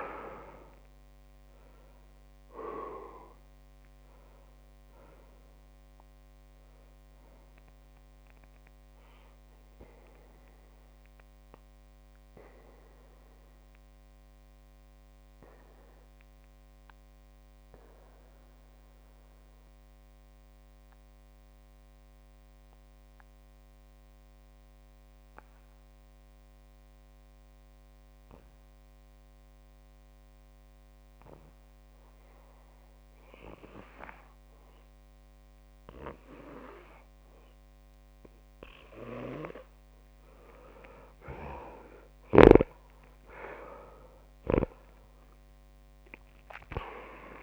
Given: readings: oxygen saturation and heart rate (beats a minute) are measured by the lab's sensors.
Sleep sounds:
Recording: breathing in sleep by a microphone on the trachea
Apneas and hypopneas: 1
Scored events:
0.00-1.50 s: oxygen desaturation (device-marked, oxygen 94% lowest)
3.50-38.50 s: obstructive apnea (oxygen 99% before, 93% lowest)
41.50-46.00 s: arousal
42.50-47.42 s: oxygen desaturation (device-marked, oxygen 99% before, 94% lowest)
From the record:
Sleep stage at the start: N2 (light sleep)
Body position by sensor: on the back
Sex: male

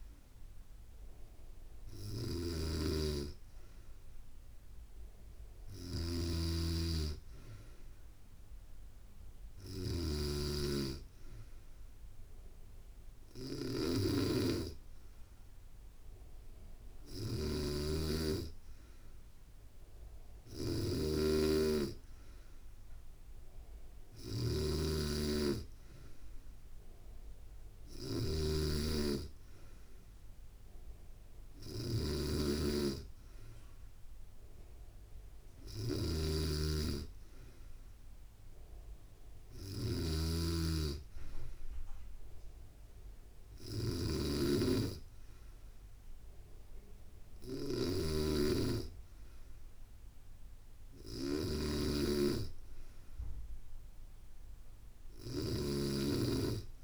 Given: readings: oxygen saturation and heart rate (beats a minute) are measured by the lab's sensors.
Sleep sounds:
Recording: breathing in sleep by a room microphone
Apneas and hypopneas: none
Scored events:
0.00-56.84 s: snoring (device-marked)
From the record:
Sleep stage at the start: N2 (light sleep)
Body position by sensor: on the back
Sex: female

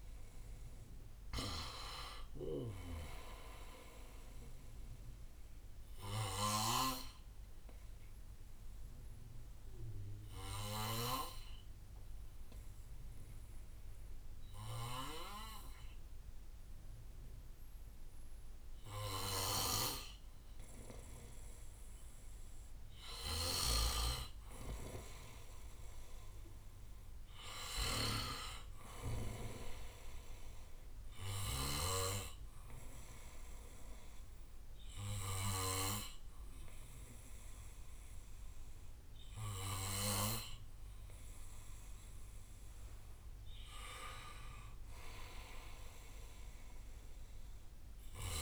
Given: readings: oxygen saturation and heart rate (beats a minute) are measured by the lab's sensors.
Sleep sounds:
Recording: breathing in sleep by a room microphone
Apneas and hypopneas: 2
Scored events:
0.00-3.00 s: drop in pulse transit time (device-marked, heart rate 74 extreme)
0.00-10.00 s: oxygen desaturation (device-marked, oxygen 86% lowest, heart rate 58 extreme)
5.50-23.50 s: obstructive apnea (oxygen 93% before, 88% lowest, heart rate 77 before, 58 extreme, up 6 after)
24.50-27.50 s: arousal
28.00-40.00 s: oxygen desaturation (device-marked, oxygen 99% before, 95% lowest, heart rate 66 before, 58 extreme)
33.50-44.00 s: obstructive apnea (oxygen 100% before, 94% lowest, heart rate 67 before, 58 extreme, up 5 after)
39.00-42.00 s: bradycardia (device-marked, heart rate 65 before, 62 extreme)
45.00-48.42 s: arousal
From the record:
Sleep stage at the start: N2 (light sleep)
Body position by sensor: on the back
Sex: male

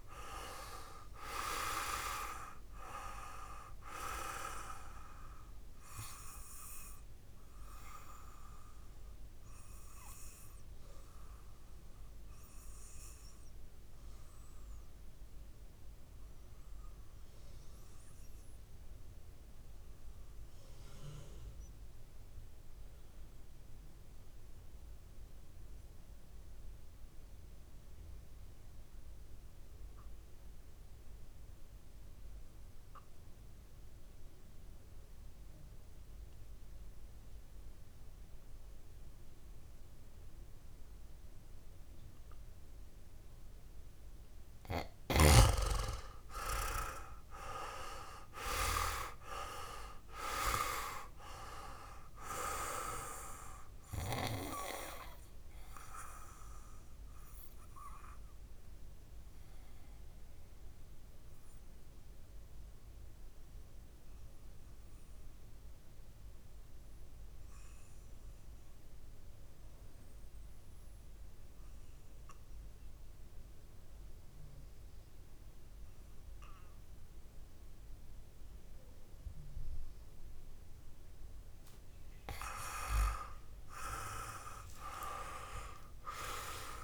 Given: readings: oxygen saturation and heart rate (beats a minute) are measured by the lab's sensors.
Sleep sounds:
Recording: breathing in sleep by a room microphone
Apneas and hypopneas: 2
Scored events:
0.00-1.00 s: arousal
0.00-27.00 s: oxygen desaturation (device-marked, oxygen 87% lowest, heart rate 52 extreme)
8.00-43.00 s: obstructive apnea (oxygen 99% before, 86% lowest, heart rate 60 before, 52 extreme, up 10 after)
39.00-71.00 s: oxygen desaturation (device-marked, oxygen 100% before, 86% lowest, heart rate 57 before, 55 extreme)
46.50-50.50 s: arousal
56.00-82.00 s: obstructive apnea (oxygen 100% before, 86% lowest, heart rate 63 before, 49 extreme, up 17 after)
81.00-86.84 s: oxygen desaturation (device-marked, oxygen 100% before, 92% lowest, heart rate 58 before, 49 extreme)
84.50-86.84 s: arousal
From the record:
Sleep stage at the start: N2 (light sleep)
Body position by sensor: on the back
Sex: male

